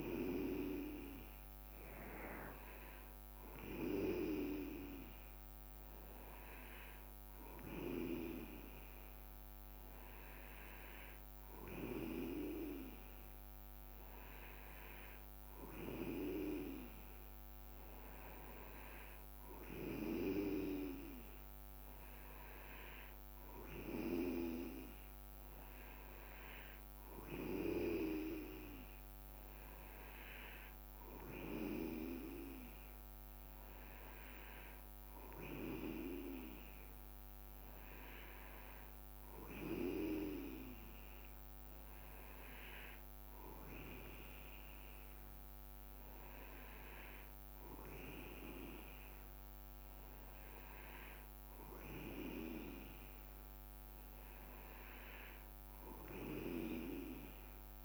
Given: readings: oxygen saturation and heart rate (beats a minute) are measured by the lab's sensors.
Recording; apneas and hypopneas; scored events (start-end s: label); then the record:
breathing in sleep by a microphone on the trachea; none
none scored
From the record:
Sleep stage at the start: N2 (light sleep); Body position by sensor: on the back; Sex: male